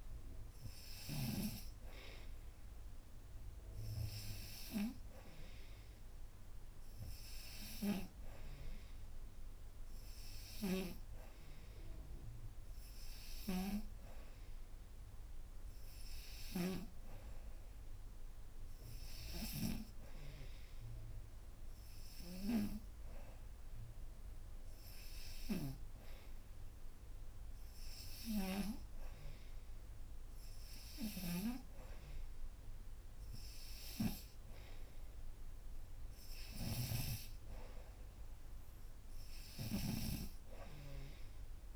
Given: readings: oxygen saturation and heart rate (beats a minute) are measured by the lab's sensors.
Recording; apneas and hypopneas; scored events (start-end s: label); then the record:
breathing in sleep by a room microphone; none
none scored
From the record:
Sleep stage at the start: N3 (deep sleep); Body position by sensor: upright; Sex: female